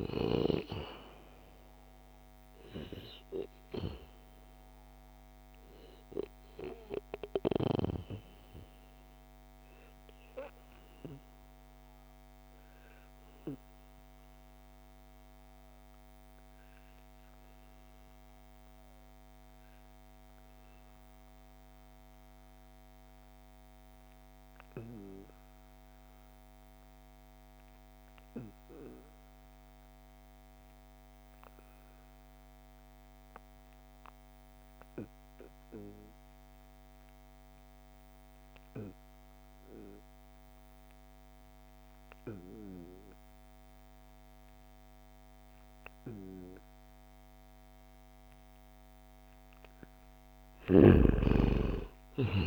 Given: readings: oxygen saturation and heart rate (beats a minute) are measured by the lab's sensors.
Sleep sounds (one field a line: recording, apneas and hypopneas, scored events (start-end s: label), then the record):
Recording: breathing in sleep by a microphone on the trachea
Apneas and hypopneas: 1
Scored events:
5.00-52.47 s: new sleep stage, REM sleep
6.00-15.00 s: oxygen desaturation (device-marked, oxygen 92% before, 88% lowest, heart rate 75 before, 61 extreme)
8.00-48.00 s: obstructive apnea (oxygen 94% before, 82% lowest, heart rate 77 before, 59 extreme, up 13 after)
33.00-52.47 s: oxygen desaturation (device-marked, oxygen 96% before, 82% lowest, heart rate 66 before, 59 extreme)
40.00-42.00 s: bradycardia (device-marked, heart rate 70 before, 61 extreme)
50.00-52.47 s: arousal
50.00-52.47 s: snoring (device-marked)
From the record:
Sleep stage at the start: N2 (light sleep)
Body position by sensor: on the back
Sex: male